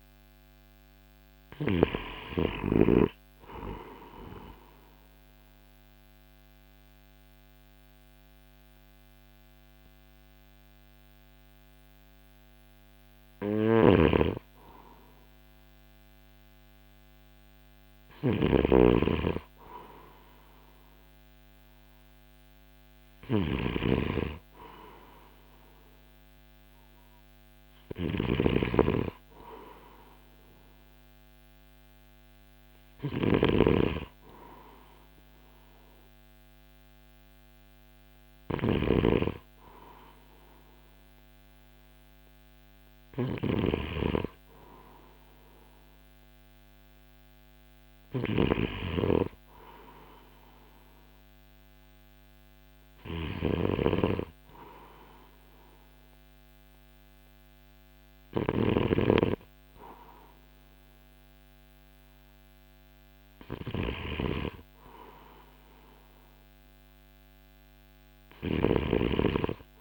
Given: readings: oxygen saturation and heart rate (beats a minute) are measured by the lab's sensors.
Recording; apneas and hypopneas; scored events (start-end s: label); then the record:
breathing in sleep by a microphone on the trachea; 1
0.00-1.50 s: snoring (device-marked)
4.00-14.00 s: obstructive apnea (oxygen 95% before, 94% lowest, heart rate 60 before, 58 extreme, up 3 after)
13.00-69.81 s: snoring (device-marked)
16.50-20.00 s: arousal
From the record:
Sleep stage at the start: N2 (light sleep); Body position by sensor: on the right side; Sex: male